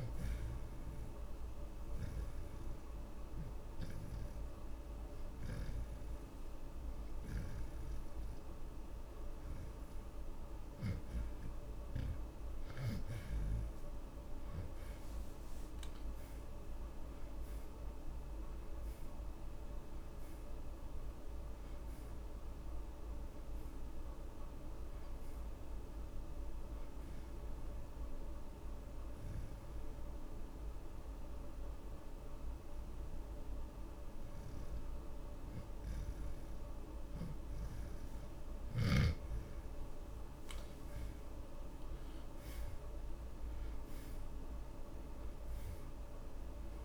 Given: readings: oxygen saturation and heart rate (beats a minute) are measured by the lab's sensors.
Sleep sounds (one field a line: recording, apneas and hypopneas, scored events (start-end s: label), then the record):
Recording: breathing in sleep, hard to hear, by a room microphone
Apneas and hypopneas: 2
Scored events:
0.50-12.50 s: hypopnea (oxygen 84% before, 72% lowest)
2.50-16.50 s: oxygen desaturation (device-marked, oxygen 84% before, 76% lowest)
16.50-20.00 s: arousal
22.50-37.50 s: oxygen desaturation (device-marked, oxygen 82% before, 75% lowest)
30.00-40.00 s: obstructive apnea (oxygen 83% before, 72% lowest)
42.00-45.50 s: arousal
From the record:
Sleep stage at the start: N2 (light sleep)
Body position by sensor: on the back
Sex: male